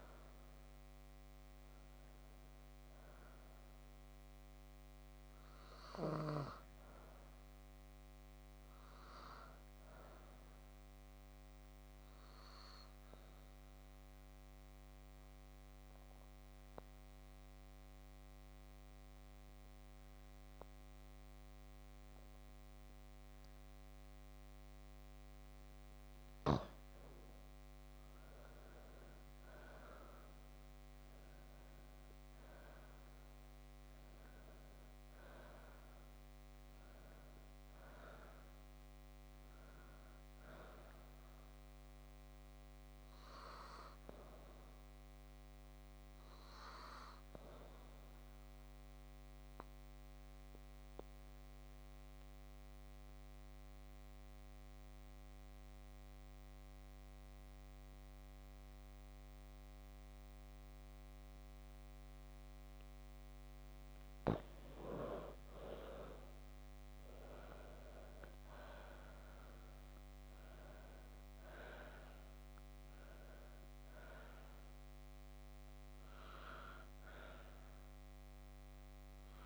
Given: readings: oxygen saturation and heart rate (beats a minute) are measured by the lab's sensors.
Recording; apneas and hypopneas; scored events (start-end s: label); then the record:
breathing in sleep by a microphone on the trachea; 2
0.00-2.00 s: arousal
6.50-29.50 s: oxygen desaturation (device-marked, oxygen 98% before, 92% lowest)
13.50-25.50 s: obstructive apnea (oxygen 98% before, 89% lowest)
34.00-38.50 s: arousal
47.00-64.00 s: obstructive apnea (oxygen 96% before, 89% lowest)
52.50-64.50 s: oxygen desaturation (device-marked, oxygen 94% before, 89% lowest)
66.50-70.00 s: arousal
From the record:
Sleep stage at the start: N2 (light sleep); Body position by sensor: on the back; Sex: female